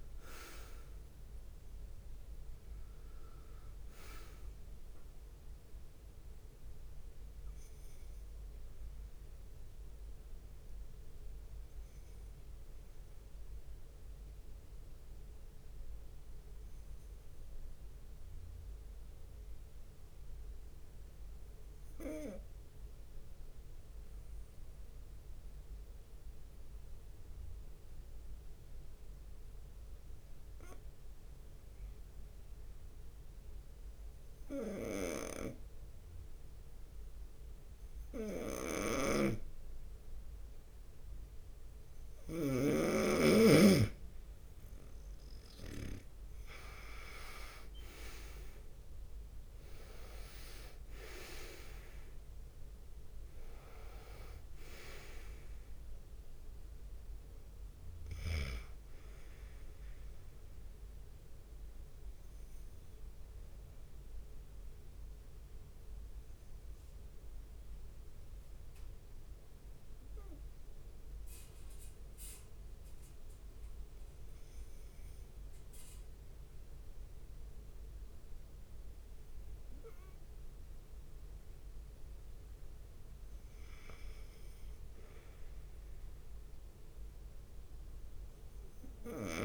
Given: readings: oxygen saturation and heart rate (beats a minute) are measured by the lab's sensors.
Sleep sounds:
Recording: breathing in sleep by a room microphone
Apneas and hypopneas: 2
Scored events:
0.00-4.50 s: bradycardia (device-marked)
4.50-22.50 s: tachycardia (device-marked)
13.50-40.50 s: obstructive apnea (oxygen 96% before, 92% lowest)
28.50-82.50 s: bradycardia (device-marked)
29.00-31.00 s: long interval between heartbeats (device-marked)
32.00-33.00 s: leg movement (device-marked)
32.00-34.00 s: long interval between heartbeats (device-marked)
39.00-43.00 s: snoring (device-marked)
40.00-43.00 s: leg movement (device-marked)
40.50-77.50 s: oxygen desaturation (device-marked, oxygen 98% before, 92% lowest)
44.50-54.00 s: leg movement (device-marked)
45.50-47.50 s: long interval between heartbeats (device-marked)
45.50-50.50 s: arousal
56.50-61.00 s: leg movement (device-marked)
61.50-83.00 s: obstructive apnea (oxygen 98% before, 92% lowest)
81.00-84.00 s: leg movement (device-marked)
84.50-89.45 s: bradycardia (device-marked)
86.00-89.45 s: arousal
From the record:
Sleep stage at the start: N2 (light sleep)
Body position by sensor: on the right side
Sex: male

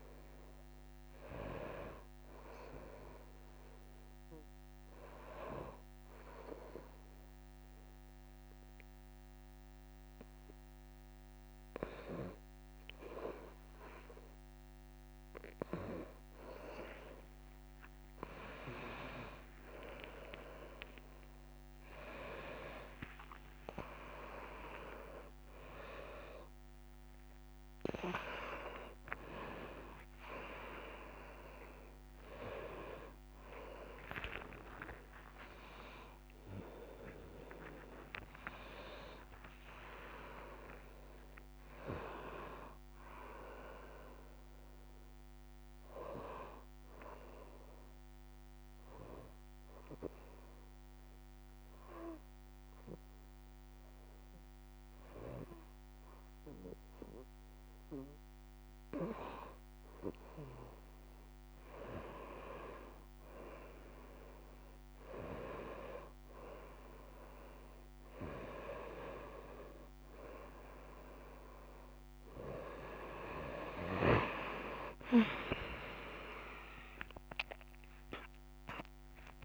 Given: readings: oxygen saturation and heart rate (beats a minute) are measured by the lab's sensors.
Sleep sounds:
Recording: a person partly awake in a sleep study, by a microphone on the trachea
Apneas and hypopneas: 2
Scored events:
0.00-1.50 s: arousal
5.00-16.00 s: hypopnea (oxygen 97% before, 95% lowest, heart rate 81 before, 64 extreme, up 23 after)
16.00-28.00 s: drop in pulse transit time (device-marked, heart rate 68 before, 64 extreme)
16.00-46.00 s: new sleep stage, awake
21.00-23.00 s: long interval between heartbeats (device-marked, heart rate 66 before, 76 extreme)
23.50-25.50 s: long interval between heartbeats (device-marked, heart rate 67 before, 87 extreme)
29.50-31.50 s: long interval between heartbeats (device-marked, heart rate 74 before, 99 extreme)
34.00-43.00 s: tachycardia (device-marked, heart rate 68 before, 175 extreme)
35.50-37.50 s: long interval between heartbeats (device-marked, heart rate 83 before, 100 extreme)
37.50-39.50 s: long interval between heartbeats (device-marked, heart rate 87 before, 105 extreme)
39.00-54.00 s: drop in pulse transit time (device-marked, heart rate 91 before, 65 extreme)
39.50-41.50 s: long interval between heartbeats (device-marked, heart rate 91 before, 149 extreme)
46.00-79.45 s: new sleep stage, N1 (lightest sleep)
49.50-60.50 s: hypopnea (oxygen 98% before, 95% lowest, heart rate 112 before, 65 extreme, up 2 after)
61.00-78.00 s: oxygen desaturation (device-marked, oxygen 98% before, 95% lowest, heart rate 85 before, 63 extreme)
63.50-67.50 s: arousal
76.00-79.45 s: drop in pulse transit time (device-marked, heart rate 67 before, 66 extreme)
From the record:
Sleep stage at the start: N1 (lightest sleep)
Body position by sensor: on the right side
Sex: female

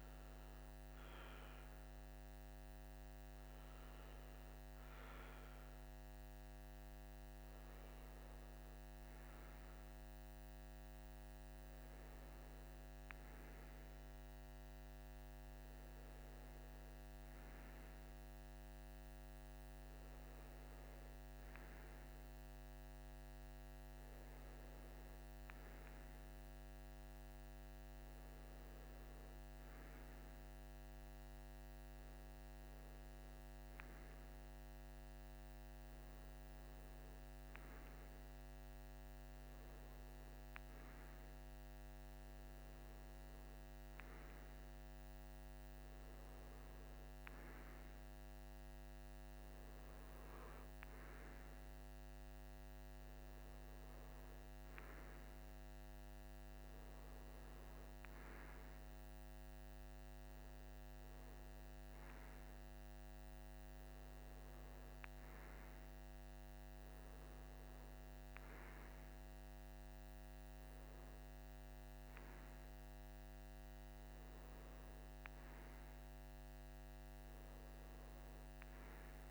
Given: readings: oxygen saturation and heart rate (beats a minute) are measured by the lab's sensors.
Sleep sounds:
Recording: breathing in sleep, hard to hear, by a microphone on the trachea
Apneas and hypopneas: none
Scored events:
68.00-79.31 s: new sleep stage, REM sleep
From the record:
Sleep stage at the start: N2 (light sleep)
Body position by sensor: on the right side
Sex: male

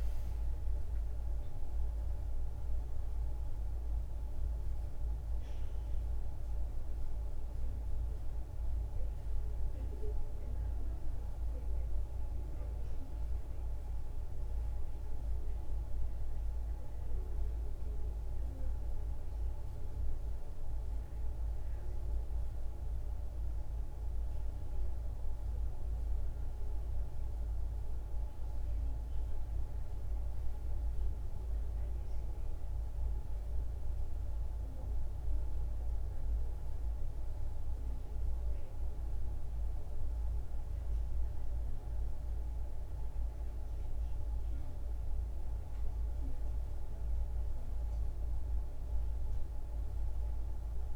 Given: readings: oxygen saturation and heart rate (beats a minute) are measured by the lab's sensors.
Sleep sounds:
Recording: breathing in sleep, hard to hear, by a room microphone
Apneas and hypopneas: none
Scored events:
0.00-3.50 s: arousal
From the record:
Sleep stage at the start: N1 (lightest sleep)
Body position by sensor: on the back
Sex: female

